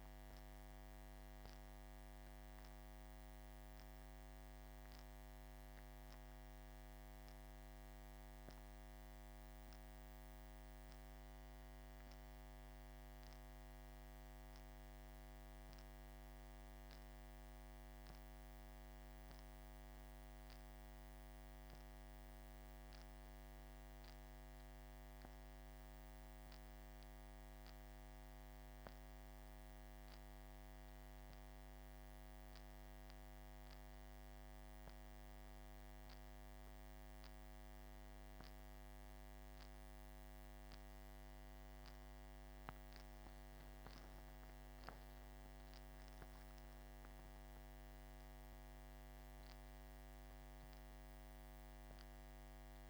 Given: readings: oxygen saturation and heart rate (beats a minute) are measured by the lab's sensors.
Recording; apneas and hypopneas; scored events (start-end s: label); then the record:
breathing in sleep, hard to hear, by a microphone on the trachea; 1
4.00-16.00 s: hypopnea (oxygen 97% before, 95% lowest, heart rate 59 before, 49 extreme, up 0 after)
18.50-22.50 s: arousal
From the record:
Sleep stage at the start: N2 (light sleep); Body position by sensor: on the back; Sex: male